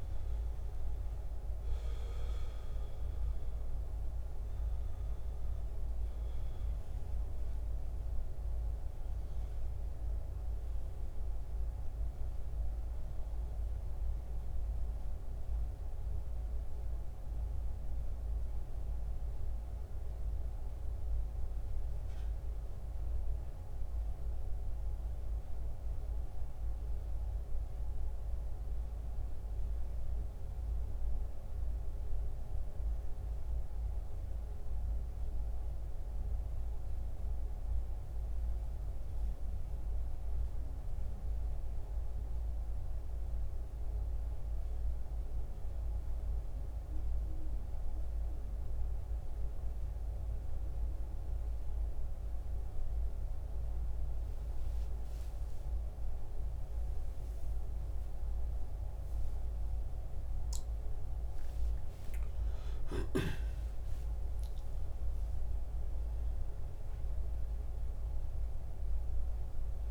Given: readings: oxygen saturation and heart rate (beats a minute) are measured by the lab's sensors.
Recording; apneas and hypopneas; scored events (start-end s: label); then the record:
breathing in sleep, hard to hear, by a room microphone; 1
9.50-35.50 s: oxygen desaturation (device-marked, oxygen 93% before, 87% lowest, heart rate 73 before, 68 extreme)
17.50-69.91 s: new sleep stage, N1 (lightest sleep)
36.50-54.50 s: hypopnea (oxygen 93% before, 93% lowest, heart rate 69 before, 69 extreme, up 4 after)
56.00-60.50 s: arousal
57.50-69.91 s: oxygen desaturation (device-marked, oxygen 97% before, 93% lowest, heart rate 70 before, 69 extreme)
From the record:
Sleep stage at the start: N2 (light sleep); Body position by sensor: on the back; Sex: male